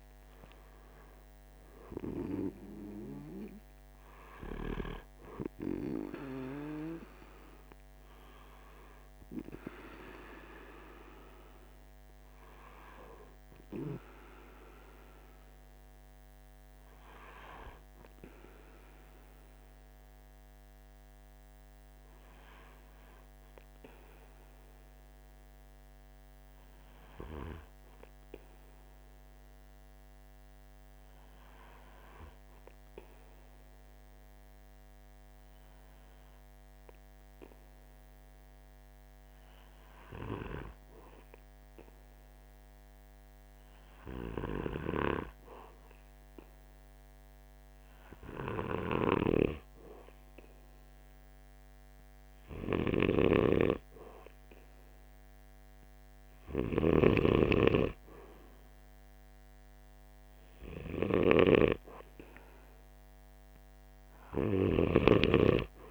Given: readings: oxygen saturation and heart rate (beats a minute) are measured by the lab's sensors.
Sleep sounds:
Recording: breathing in sleep by a microphone on the trachea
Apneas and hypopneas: 1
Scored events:
24.50-47.00 s: hypopnea (oxygen 97% before, 94% lowest, heart rate 46 before, 46 extreme, up 2 after)
48.50-53.00 s: arousal
53.00-57.00 s: snoring (device-marked)
From the record:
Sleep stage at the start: N2 (light sleep)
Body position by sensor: on the right side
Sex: male

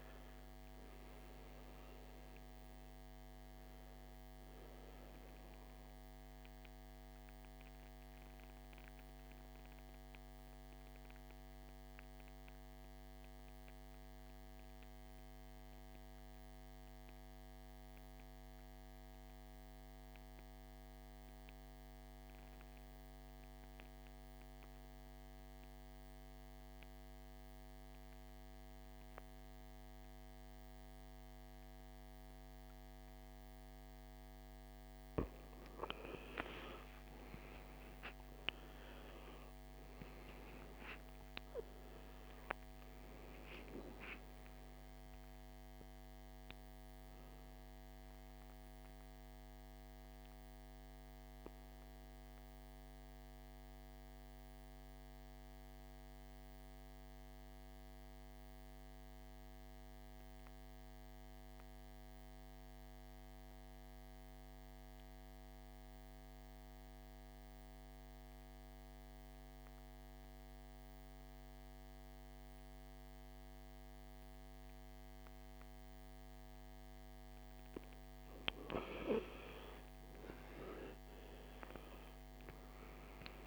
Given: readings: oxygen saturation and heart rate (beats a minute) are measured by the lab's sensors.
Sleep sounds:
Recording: breathing in sleep by a microphone on the trachea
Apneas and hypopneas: 2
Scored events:
0.00-24.00 s: oxygen desaturation (device-marked, oxygen 80% lowest, heart rate 51 extreme)
6.50-34.50 s: mixed apnea (oxygen 97% before, 79% lowest, heart rate 64 before, 51 extreme, up 20 after)
36.00-40.00 s: arousal
36.00-62.00 s: oxygen desaturation (device-marked, oxygen 98% before, 84% lowest, heart rate 55 before, 52 extreme)
48.50-77.00 s: mixed apnea (oxygen 99% before, 78% lowest, heart rate 64 before, 52 extreme, up 18 after)
74.00-83.47 s: oxygen desaturation (device-marked, oxygen 98% before, 78% lowest, heart rate 54 before, 52 extreme)
79.00-83.00 s: arousal
From the record:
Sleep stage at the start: N2 (light sleep)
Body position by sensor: on the back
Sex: male

